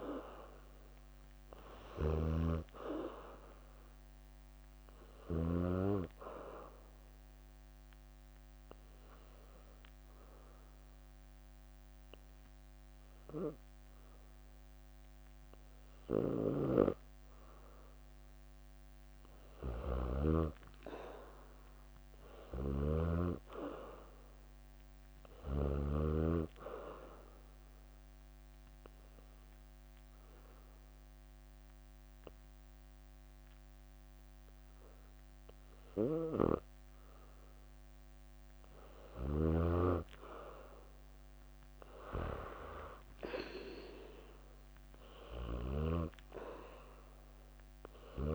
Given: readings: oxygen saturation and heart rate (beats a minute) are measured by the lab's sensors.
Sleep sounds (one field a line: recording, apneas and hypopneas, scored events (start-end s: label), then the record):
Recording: breathing in sleep by a microphone on the trachea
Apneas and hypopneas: 2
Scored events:
0.00-2.00 s: arousal
0.00-5.50 s: leg movement (device-marked)
2.00-5.50 s: snoring (device-marked)
5.50-17.50 s: oxygen desaturation (device-marked, oxygen 95% before, 90% lowest, heart rate 68 before, 60 extreme)
7.00-17.50 s: obstructive apnea (oxygen 95% before, 90% lowest, heart rate 68 before, 60 extreme, up 9 after)
9.50-17.00 s: leg movement (device-marked)
18.50-26.50 s: leg movement (device-marked)
20.00-22.50 s: arousal
22.50-26.00 s: snoring (device-marked)
27.50-38.00 s: obstructive apnea (oxygen 96% before, 91% lowest, heart rate 65 before, 57 extreme, up 5 after)
29.50-36.00 s: leg movement (device-marked)
38.00-44.50 s: leg movement (device-marked)
42.00-45.00 s: arousal
From the record:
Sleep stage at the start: N2 (light sleep)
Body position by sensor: on the back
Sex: female